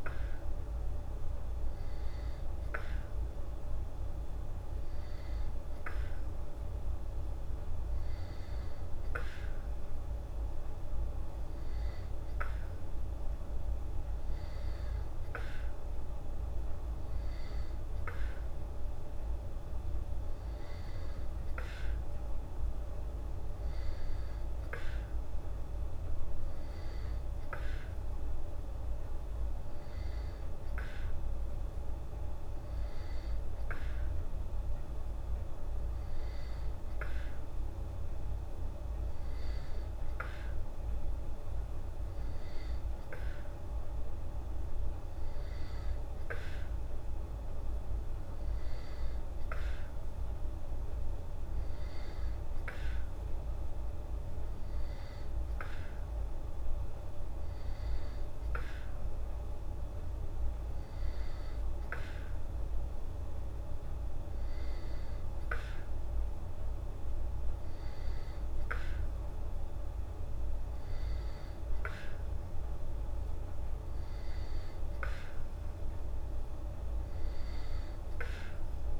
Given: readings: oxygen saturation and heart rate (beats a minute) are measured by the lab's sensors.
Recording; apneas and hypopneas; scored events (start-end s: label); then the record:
breathing in sleep, hard to hear, by a room microphone; none
none scored
From the record:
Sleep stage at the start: N2 (light sleep); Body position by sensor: on the back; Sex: female